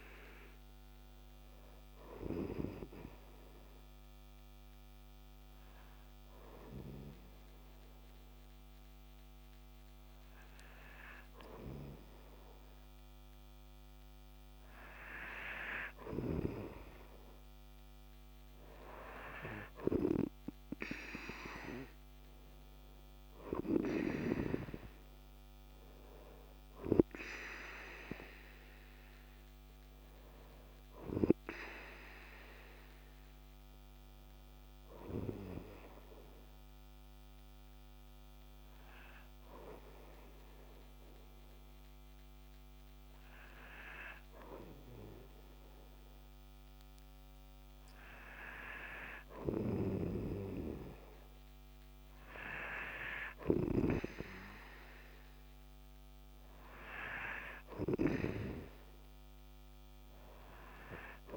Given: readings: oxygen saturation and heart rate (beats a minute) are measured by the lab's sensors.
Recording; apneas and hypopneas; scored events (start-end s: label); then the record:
breathing in sleep by a microphone on the trachea; 2
4.00-16.50 s: hypopnea (oxygen 96% before, 93% lowest, heart rate 54 before, 51 extreme, up 3 after)
16.50-20.50 s: snoring (device-marked)
19.50-23.50 s: arousal
34.00-47.50 s: hypopnea (oxygen 95% before, 94% lowest, heart rate 53 before, 50 extreme, up 3 after)
50.00-53.00 s: arousal
58.00-61.37 s: snoring (device-marked)
From the record:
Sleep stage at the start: N2 (light sleep); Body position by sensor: on the right side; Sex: male